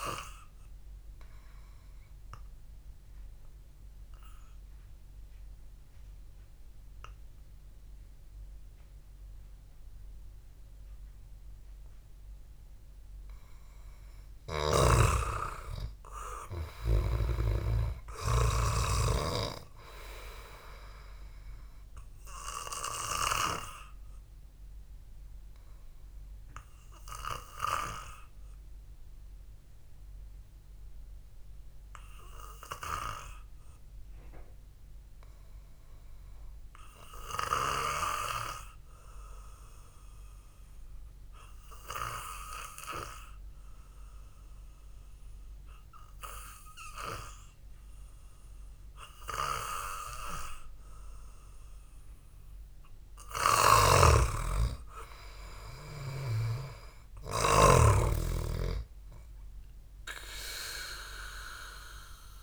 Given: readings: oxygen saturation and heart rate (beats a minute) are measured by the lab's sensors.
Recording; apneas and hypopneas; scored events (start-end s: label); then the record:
breathing in sleep by a room microphone; 2
4.00-14.50 s: obstructive apnea (oxygen 97% before, 92% lowest, heart rate 62 before, 57 extreme, up 3 after)
15.00-19.50 s: snoring (device-marked)
16.50-20.00 s: arousal
17.00-33.00 s: oxygen desaturation (device-marked, oxygen 95% before, 92% lowest, heart rate 61 before, 56 extreme)
26.00-52.00 s: hypopnea (oxygen 97% before, 92% lowest, heart rate 61 before, 54 extreme, up 0 after)
54.00-58.50 s: arousal
57.00-62.42 s: oxygen desaturation (device-marked, oxygen 97% before, 93% lowest, heart rate 64 before, 56 extreme)
From the record:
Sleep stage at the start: N2 (light sleep); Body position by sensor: on the back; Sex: male